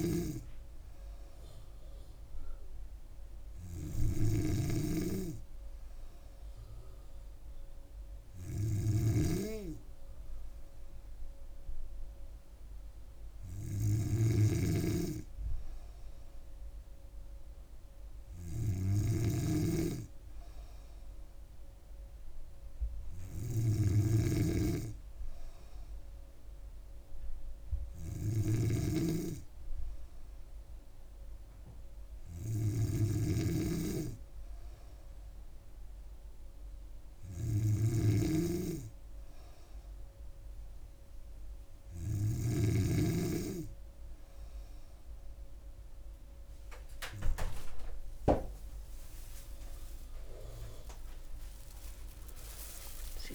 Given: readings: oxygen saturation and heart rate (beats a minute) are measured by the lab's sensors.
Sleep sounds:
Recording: breathing in sleep by a room microphone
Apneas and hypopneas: none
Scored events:
0.00-5.00 s: snoring (device-marked)
14.00-43.00 s: snoring (device-marked)
From the record:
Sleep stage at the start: N3 (deep sleep)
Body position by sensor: on the back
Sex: female

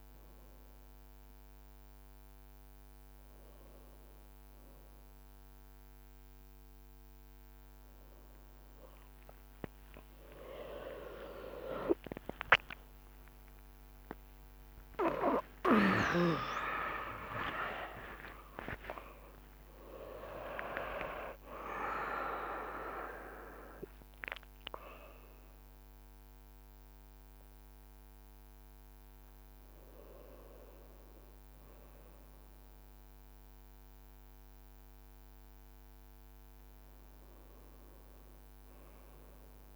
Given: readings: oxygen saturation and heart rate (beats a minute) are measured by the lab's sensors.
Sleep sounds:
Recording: a person awake in a sleep study, by a microphone on the trachea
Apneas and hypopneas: none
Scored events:
12.00-14.00 s: long interval between heartbeats (device-marked, heart rate 58 before, 62 extreme)
14.00-20.00 s: tachycardia (device-marked, heart rate 60 before, 125 extreme)
15.00-28.00 s: oxygen desaturation (device-marked, oxygen 95% before, 91% lowest, heart rate 59 before, 60 extreme)
15.50-17.50 s: long interval between heartbeats (device-marked, heart rate 59 before, 77 extreme)
18.50-20.50 s: long interval between heartbeats (device-marked, heart rate 64 before, 118 extreme)
From the record:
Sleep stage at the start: awake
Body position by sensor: on the back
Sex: male

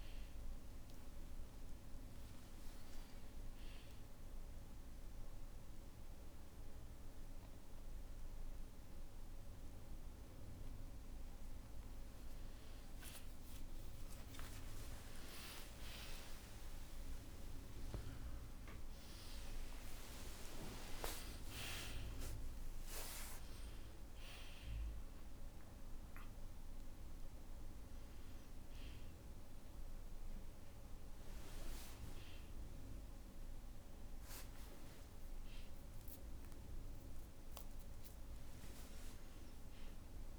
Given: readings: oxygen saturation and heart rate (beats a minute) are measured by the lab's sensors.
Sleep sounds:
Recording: a person awake in a sleep study, by a room microphone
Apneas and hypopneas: none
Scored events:
16.00-18.00 s: long interval between heartbeats (device-marked, heart rate 69 before, 82 extreme)
From the record:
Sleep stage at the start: awake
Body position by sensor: on the back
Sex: male

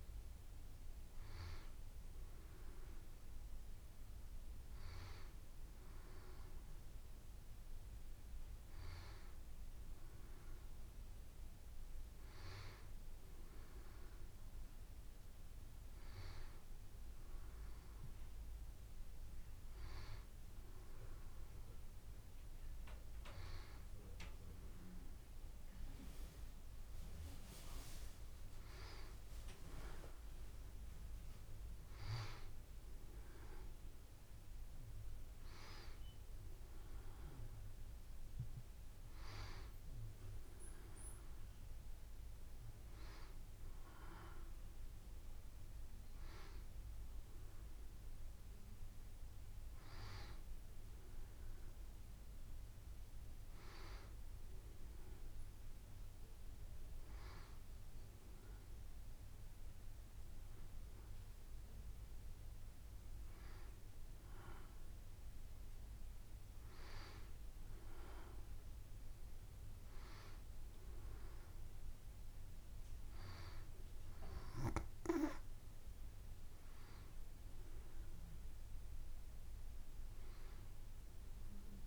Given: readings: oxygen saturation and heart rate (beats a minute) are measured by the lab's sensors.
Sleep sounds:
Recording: breathing in sleep by a room microphone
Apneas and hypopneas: none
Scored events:
none scored
From the record:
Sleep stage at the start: N2 (light sleep)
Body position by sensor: on the back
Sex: female

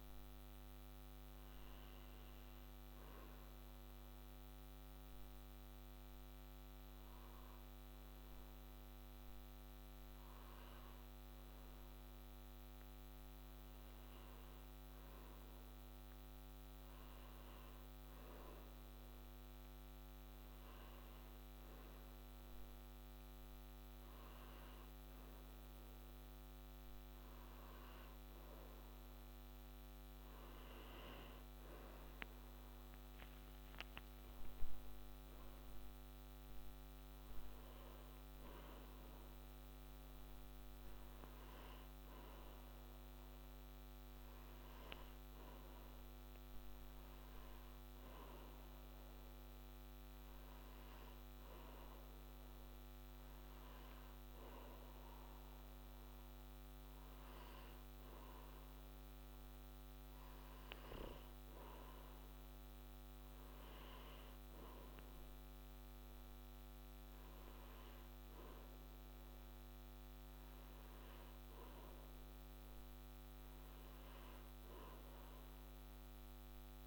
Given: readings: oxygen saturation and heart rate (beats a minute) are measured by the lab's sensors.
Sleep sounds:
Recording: breathing in sleep, hard to hear, by a microphone on the trachea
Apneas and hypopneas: none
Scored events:
none scored
From the record:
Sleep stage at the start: N1 (lightest sleep)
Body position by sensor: on the back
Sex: male

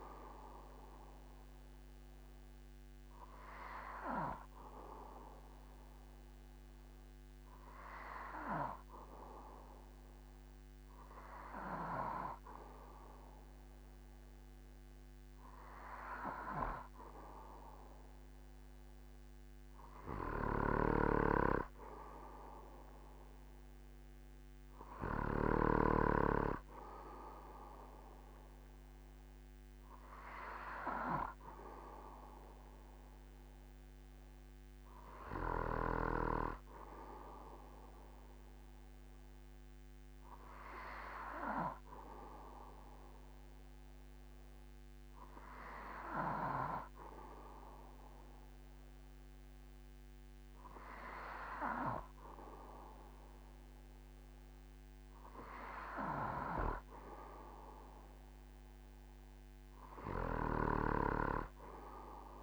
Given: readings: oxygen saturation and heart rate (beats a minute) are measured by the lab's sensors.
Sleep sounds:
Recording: breathing in sleep by a microphone on the trachea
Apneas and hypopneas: none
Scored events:
none scored
From the record:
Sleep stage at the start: N2 (light sleep)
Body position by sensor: on the back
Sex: male

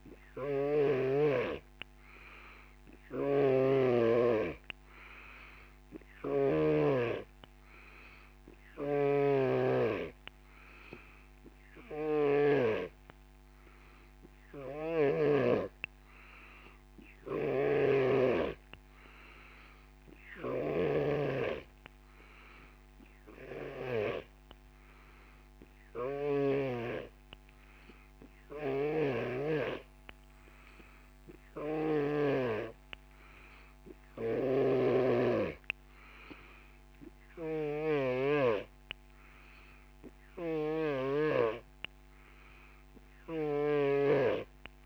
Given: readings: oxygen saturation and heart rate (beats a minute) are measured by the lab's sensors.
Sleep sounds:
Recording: breathing in sleep by a microphone on the trachea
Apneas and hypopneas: none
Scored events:
0.00-6.50 s: snoring (device-marked)
8.50-12.50 s: snoring (device-marked)
17.00-24.00 s: snoring (device-marked)
28.50-32.00 s: snoring (device-marked)
34.00-38.00 s: snoring (device-marked)
40.00-44.86 s: snoring (device-marked)
From the record:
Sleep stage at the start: N3 (deep sleep)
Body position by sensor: on the back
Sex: male

